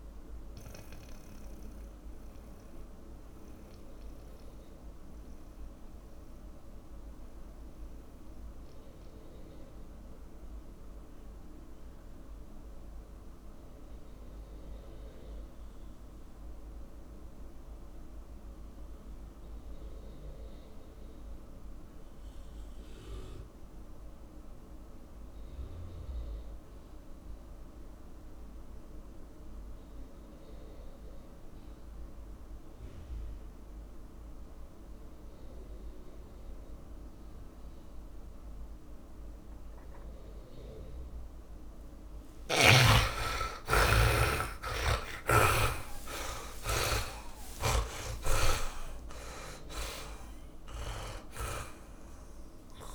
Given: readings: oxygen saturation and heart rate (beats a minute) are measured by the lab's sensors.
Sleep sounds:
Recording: breathing in sleep by a room microphone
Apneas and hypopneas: 1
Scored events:
0.00-16.00 s: oxygen desaturation (device-marked, oxygen 76% lowest)
1.00-41.50 s: mixed apnea (oxygen 100% before, 68% lowest)
18.00-52.95 s: oxygen desaturation (device-marked, oxygen 100% before, 68% lowest)
43.00-48.00 s: arousal
From the record:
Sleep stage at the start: REM sleep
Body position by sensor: on the back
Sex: male

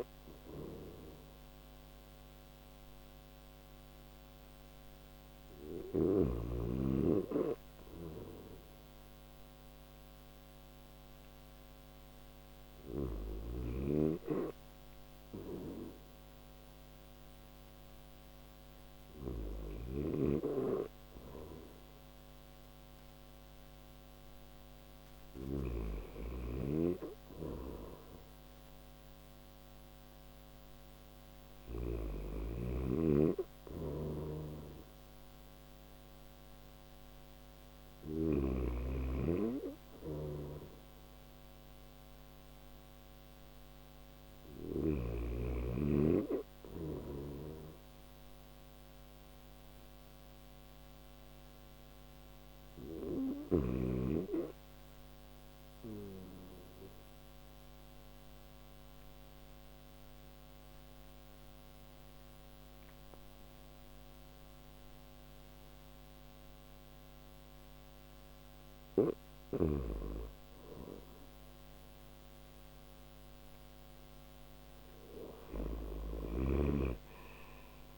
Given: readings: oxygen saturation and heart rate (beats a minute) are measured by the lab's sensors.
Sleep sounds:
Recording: breathing in sleep by a microphone on the trachea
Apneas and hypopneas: none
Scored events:
12.00-24.50 s: snoring (device-marked)
33.00-37.50 s: snoring (device-marked)
76.00-77.97 s: new sleep stage, N1 (lightest sleep)
From the record:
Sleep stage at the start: N3 (deep sleep)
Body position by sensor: on the back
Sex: male

